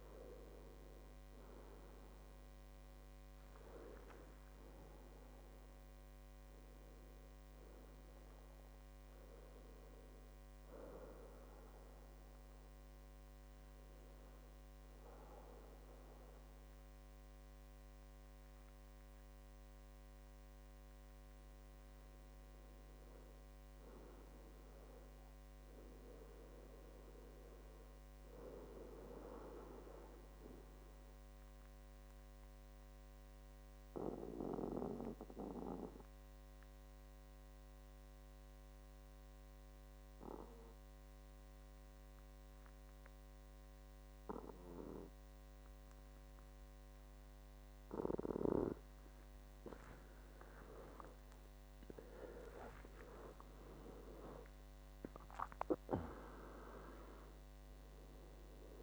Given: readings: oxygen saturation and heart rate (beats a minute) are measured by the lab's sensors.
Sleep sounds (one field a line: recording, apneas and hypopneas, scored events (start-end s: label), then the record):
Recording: breathing in sleep by a microphone on the trachea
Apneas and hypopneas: 1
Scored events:
17.50-21.50 s: arousal
30.00-49.50 s: obstructive apnea (oxygen 98% before, 94% lowest, heart rate 69 before, 60 extreme, up 18 after)
52.00-56.00 s: arousal
55.00-58.83 s: oxygen desaturation (device-marked, oxygen 97% before, 94% lowest, heart rate 65 before, 62 extreme)
From the record:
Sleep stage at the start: N2 (light sleep)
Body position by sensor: on the back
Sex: male